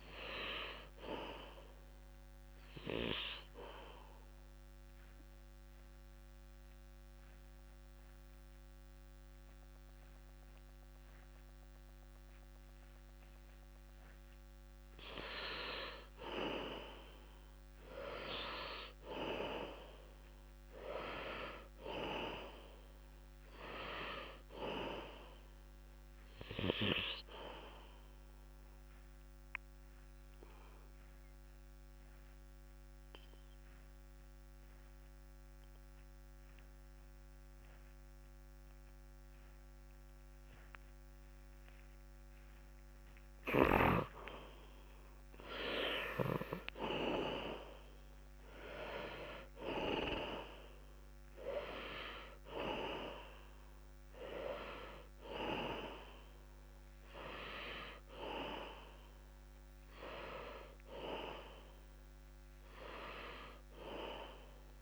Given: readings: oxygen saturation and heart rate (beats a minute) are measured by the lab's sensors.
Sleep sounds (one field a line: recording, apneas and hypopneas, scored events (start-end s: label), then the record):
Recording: breathing in sleep by a microphone on the trachea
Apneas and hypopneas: 2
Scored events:
1.00-18.00 s: oxygen desaturation (device-marked, oxygen 98% before, 87% lowest, heart rate 64 before, 61 extreme)
3.50-15.50 s: obstructive apnea (oxygen 98% before, 84% lowest, heart rate 64 before, 61 extreme, up 0 after)
18.00-23.00 s: arousal
28.00-43.00 s: oxygen desaturation (device-marked, oxygen 98% before, 88% lowest, heart rate 63 before, 57 extreme)
28.50-43.50 s: obstructive apnea (oxygen 98% before, 84% lowest, heart rate 63 before, 57 extreme, up 0 after)
45.00-49.00 s: arousal
45.00-64.82 s: oxygen desaturation (device-marked, oxygen 98% before, 84% lowest, heart rate 64 before, 56 extreme)
From the record:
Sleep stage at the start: N2 (light sleep)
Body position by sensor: on the left side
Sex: male